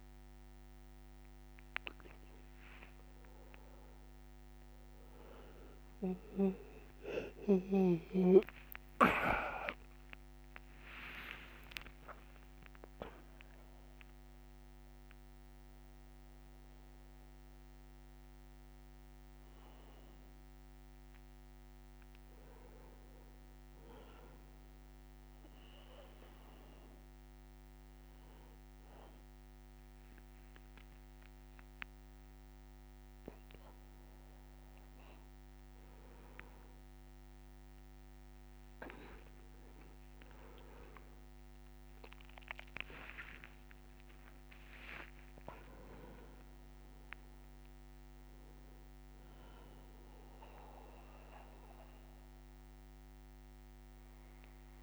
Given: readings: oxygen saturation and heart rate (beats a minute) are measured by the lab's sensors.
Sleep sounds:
a person awake in a sleep study, by a microphone on the trachea; none
0.00-3.00 s: oxygen desaturation (device-marked, oxygen 95% lowest, heart rate 64 extreme)
2.50-4.50 s: long interval between heartbeats (device-marked, heart rate 72 before, 73 extreme)
42.00-47.00 s: tachycardia (device-marked, heart rate 63 before, 121 extreme)
43.50-45.50 s: long interval between heartbeats (device-marked, heart rate 65 before, 85 extreme)
46.50-48.50 s: long interval between heartbeats (device-marked, heart rate 70 before, 121 extreme)
From the record:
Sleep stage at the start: awake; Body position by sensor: on the back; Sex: male

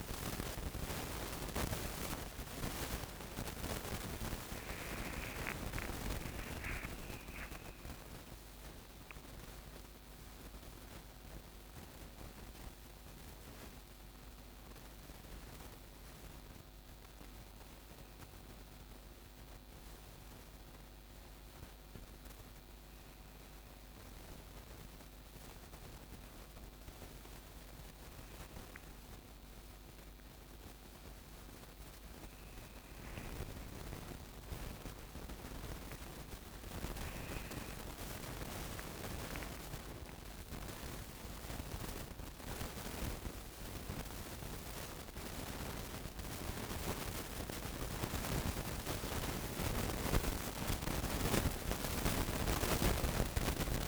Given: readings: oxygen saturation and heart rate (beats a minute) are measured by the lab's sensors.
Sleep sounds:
a person awake in a sleep study, by a microphone on the trachea; none
6.00-24.00 s: oxygen desaturation (device-marked, oxygen 94% before, 89% lowest, heart rate 76 before, 69 extreme)
28.00-53.88 s: new sleep stage, N1 (lightest sleep)
From the record:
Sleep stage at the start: awake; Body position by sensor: on the right side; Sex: male

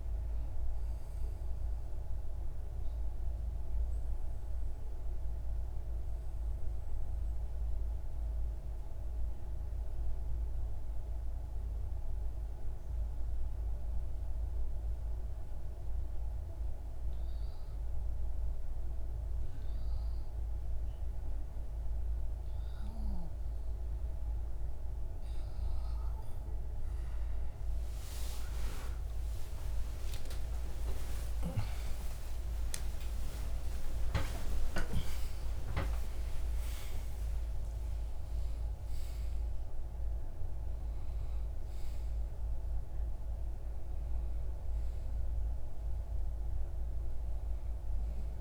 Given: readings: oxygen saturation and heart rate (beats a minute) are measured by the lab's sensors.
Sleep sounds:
breathing in sleep by a room microphone; 1
0.00-8.50 s: oxygen desaturation (device-marked, oxygen 92% lowest)
2.50-26.00 s: obstructive apnea (oxygen 97% before, 93% lowest)
27.50-33.50 s: arousal
42.50-48.41 s: oxygen desaturation (device-marked, oxygen 96% before, 93% lowest)
From the record:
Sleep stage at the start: N2 (light sleep); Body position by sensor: on the back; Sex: male

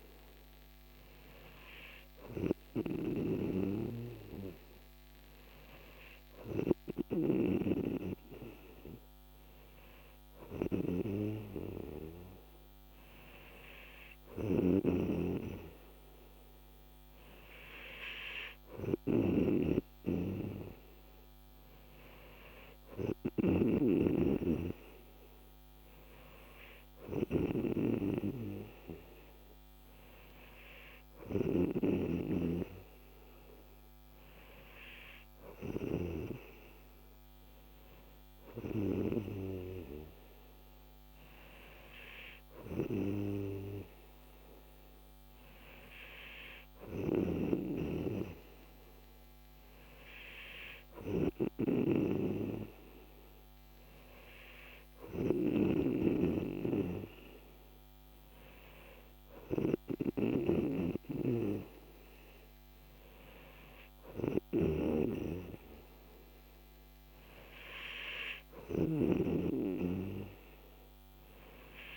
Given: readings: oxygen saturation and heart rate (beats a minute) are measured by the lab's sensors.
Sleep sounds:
breathing in sleep by a microphone on the trachea; none
10.50-24.00 s: snoring (device-marked)
55.50-71.96 s: snoring (device-marked)
From the record:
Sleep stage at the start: N3 (deep sleep); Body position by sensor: on the back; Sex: male

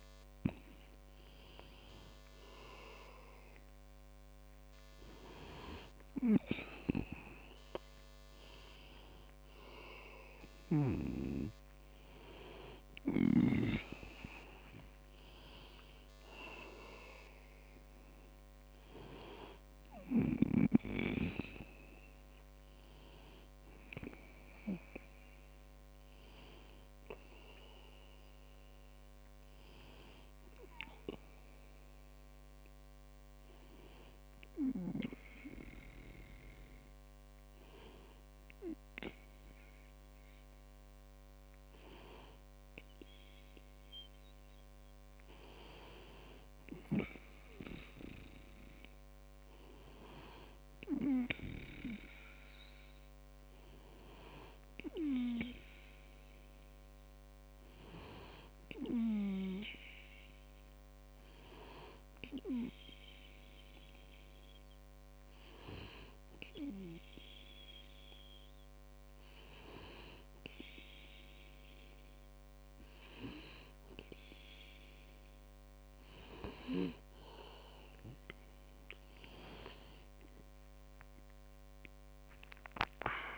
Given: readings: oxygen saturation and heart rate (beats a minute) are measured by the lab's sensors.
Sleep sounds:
breathing in sleep by a microphone on the trachea; 1
24.50-28.00 s: arousal
32.00-43.50 s: hypopnea (oxygen 97% before, 96% lowest, heart rate 48 before, 44 extreme, up 11 after)
46.00-49.50 s: arousal
81.00-83.38 s: arousal
From the record:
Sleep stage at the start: N2 (light sleep); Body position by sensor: on the back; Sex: male

